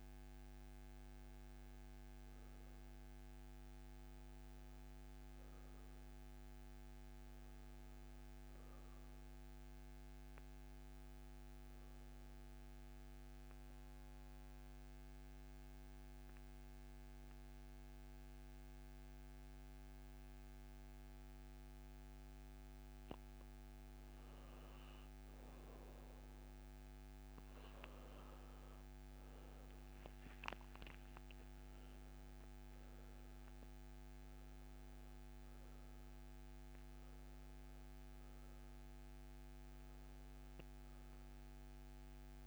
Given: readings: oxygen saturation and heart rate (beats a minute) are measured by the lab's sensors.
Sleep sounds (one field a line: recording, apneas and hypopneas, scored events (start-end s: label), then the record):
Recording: breathing in sleep, hard to hear, by a microphone on the trachea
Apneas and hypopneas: 1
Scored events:
0.00-6.50 s: oxygen desaturation (device-marked, oxygen 91% lowest, heart rate 62 extreme)
11.50-22.50 s: obstructive apnea (oxygen 97% before, 88% lowest, heart rate 77 before, 62 extreme, up 9 after)
25.00-29.00 s: arousal
25.50-42.47 s: oxygen desaturation (device-marked, oxygen 96% before, 88% lowest, heart rate 70 before, 72 extreme)
From the record:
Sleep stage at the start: N2 (light sleep)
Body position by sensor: on the back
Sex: male